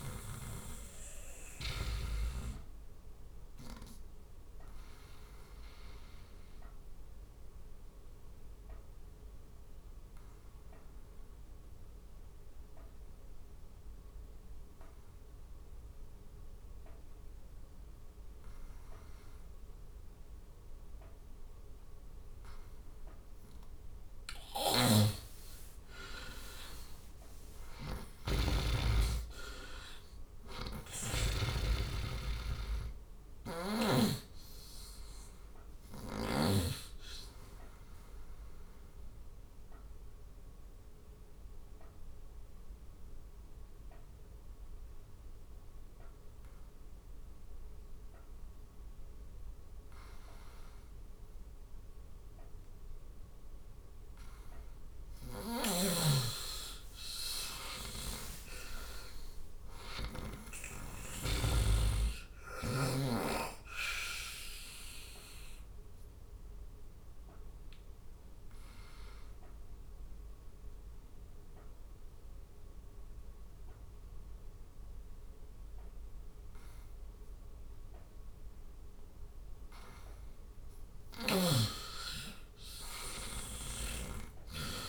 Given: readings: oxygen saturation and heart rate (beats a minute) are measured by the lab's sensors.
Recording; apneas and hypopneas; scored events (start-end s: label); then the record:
breathing in sleep by a room microphone; 3
0.00-9.00 s: oxygen desaturation (device-marked, oxygen 91% lowest, heart rate 66 extreme)
5.50-23.50 s: obstructive apnea (oxygen 97% before, 87% lowest, heart rate 75 before, 66 extreme, up 14 after)
17.00-23.00 s: oxygen desaturation (device-marked, oxygen 92% before, 88% lowest, heart rate 75 before, 68 extreme)
24.00-30.50 s: snoring (device-marked)
26.00-30.00 s: arousal
31.00-39.00 s: oxygen desaturation (device-marked, oxygen 96% before, 91% lowest, heart rate 71 before, 69 extreme)
32.50-36.00 s: snoring (device-marked)
38.50-53.50 s: obstructive apnea (oxygen 96% before, 87% lowest, heart rate 74 before, 69 extreme, up 10 after)
50.00-61.00 s: oxygen desaturation (device-marked, oxygen 93% before, 89% lowest, heart rate 76 before, 71 extreme)
55.00-60.00 s: snoring (device-marked)
56.00-59.00 s: arousal
64.00-80.00 s: obstructive apnea (oxygen 95% before, 87% lowest, heart rate 73 before, 70 extreme, up 4 after)
80.00-84.89 s: oxygen desaturation (device-marked, oxygen 92% before, 87% lowest, heart rate 77 before, 67 extreme)
81.50-84.89 s: arousal
83.00-84.89 s: snoring (device-marked)
From the record:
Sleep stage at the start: N2 (light sleep); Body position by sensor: on the right side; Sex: male